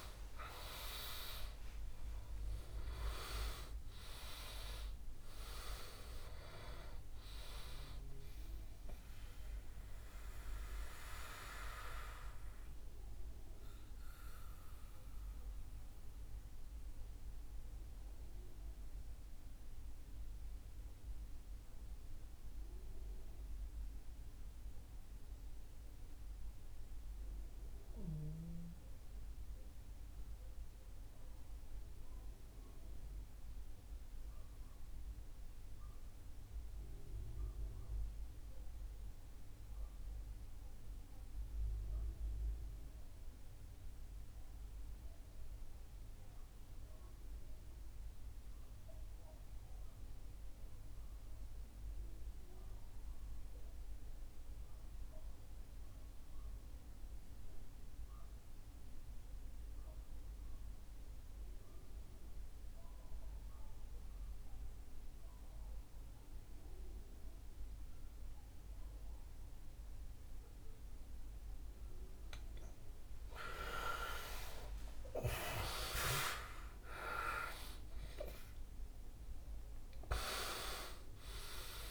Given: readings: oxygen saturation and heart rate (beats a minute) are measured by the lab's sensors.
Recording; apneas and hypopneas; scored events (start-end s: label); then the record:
breathing in sleep by a room microphone; 1
0.00-2.50 s: arousal
9.00-70.50 s: mixed apnea (oxygen 98% before, 82% lowest, heart rate 68 before, 54 extreme, up 15 after)
15.50-29.50 s: oxygen desaturation (device-marked, oxygen 98% before, 88% lowest, heart rate 69 before, 54 extreme)
50.50-81.91 s: oxygen desaturation (device-marked, oxygen 98% before, 82% lowest, heart rate 57 before, 57 extreme)
72.00-77.00 s: arousal
From the record:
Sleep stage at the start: REM sleep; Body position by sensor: on the back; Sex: male